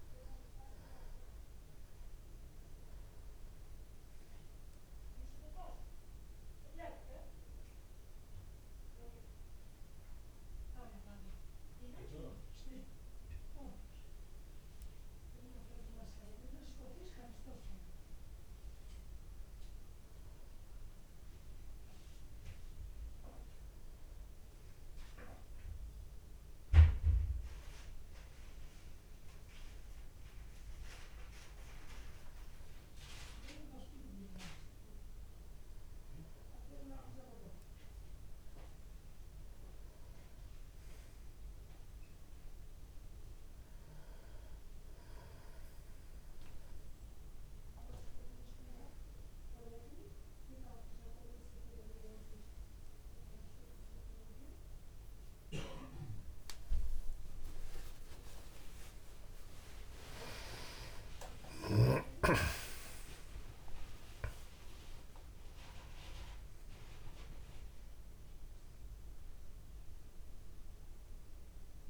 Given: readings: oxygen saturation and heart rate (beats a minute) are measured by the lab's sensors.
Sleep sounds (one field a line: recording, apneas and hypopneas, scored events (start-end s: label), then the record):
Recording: breathing in sleep by a room microphone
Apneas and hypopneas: none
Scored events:
44.50-71.89 s: new sleep stage, N1 (lightest sleep)
61.50-65.00 s: arousal
From the record:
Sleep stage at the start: N2 (light sleep)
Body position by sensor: on the back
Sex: male